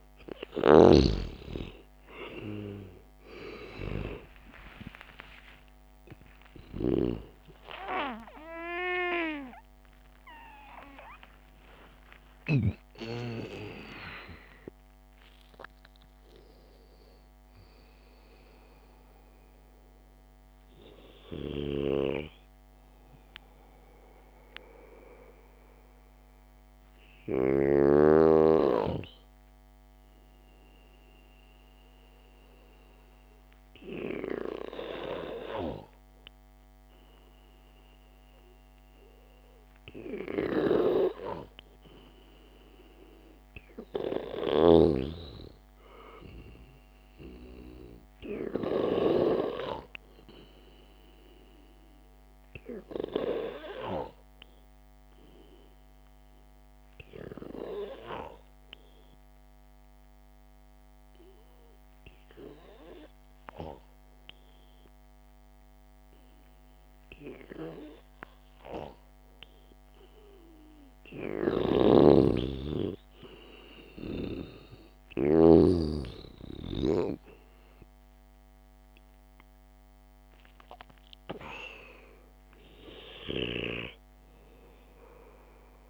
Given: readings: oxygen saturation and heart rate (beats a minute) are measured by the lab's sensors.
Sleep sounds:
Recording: a person partly awake in a sleep study, by a microphone on the trachea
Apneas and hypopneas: 2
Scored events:
7.00-13.00 s: snoring (device-marked)
8.00-26.00 s: oxygen desaturation (device-marked, oxygen 96% before, 93% lowest, heart rate 57 before, 53 extreme)
21.50-28.00 s: snoring (device-marked)
24.00-85.90 s: new sleep stage, N2 (light sleep)
30.50-42.00 s: hypopnea (oxygen 96% before, 93% lowest, heart rate 84 before, 52 extreme, up 5 after)
43.50-46.50 s: arousal
44.50-49.50 s: snoring (device-marked)
45.00-57.00 s: oxygen desaturation (device-marked, oxygen 98% before, 94% lowest, heart rate 60 before, 52 extreme)
54.50-70.00 s: hypopnea (oxygen 98% before, 93% lowest, heart rate 57 before, 53 extreme, up 7 after)
71.50-76.00 s: snoring (device-marked)
73.50-77.00 s: arousal
From the record:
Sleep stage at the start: awake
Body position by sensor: on the back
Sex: male

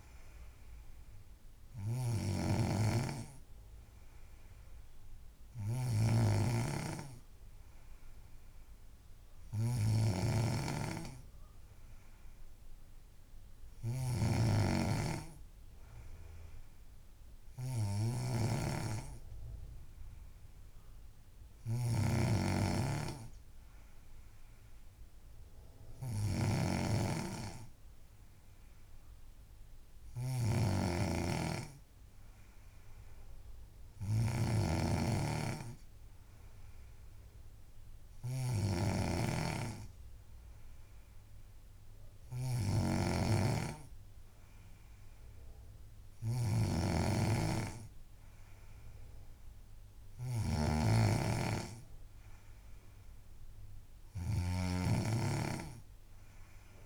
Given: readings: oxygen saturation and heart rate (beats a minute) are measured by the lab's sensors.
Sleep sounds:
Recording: breathing in sleep by a room microphone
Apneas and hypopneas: none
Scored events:
0.00-56.86 s: snoring (device-marked)
From the record:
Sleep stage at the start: N3 (deep sleep)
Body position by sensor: on the back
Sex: female

